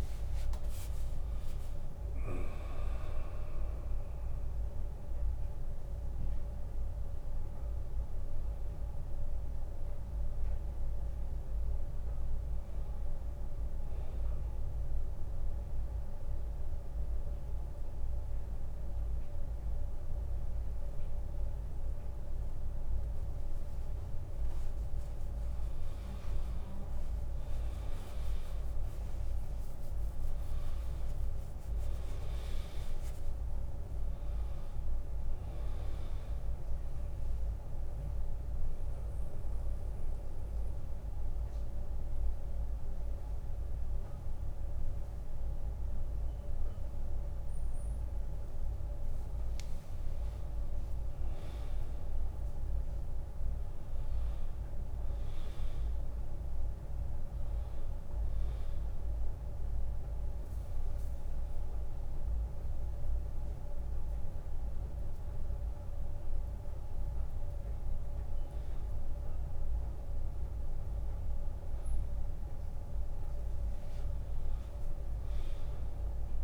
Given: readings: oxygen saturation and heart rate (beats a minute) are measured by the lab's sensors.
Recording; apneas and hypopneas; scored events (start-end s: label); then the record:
a person partly awake in a sleep study, hard to hear, by a room microphone; 3
12.50-76.44 s: new sleep stage, N2 (light sleep)
13.50-24.00 s: mixed apnea (oxygen 99% before, 93% lowest, heart rate 77 before, 69 extreme, up 9 after)
26.50-30.00 s: arousal
31.50-48.50 s: oxygen desaturation (device-marked, oxygen 98% before, 93% lowest, heart rate 78 before, 68 extreme)
36.50-49.00 s: obstructive apnea (oxygen 98% before, 93% lowest, heart rate 78 before, 68 extreme, up 7 after)
53.00-56.00 s: arousal
58.50-60.50 s: long interval between heartbeats (device-marked, heart rate 75 before, 76 extreme)
58.50-68.50 s: hypopnea (oxygen 99% before, 92% lowest, heart rate 75 before, 69 extreme, up 2 after)
61.50-73.50 s: oxygen desaturation (device-marked, oxygen 99% before, 96% lowest, heart rate 75 before, 69 extreme)
70.00-72.00 s: long interval between heartbeats (device-marked, heart rate 78 before, 77 extreme)
71.00-73.50 s: arousal
From the record:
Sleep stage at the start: awake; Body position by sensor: on the back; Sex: male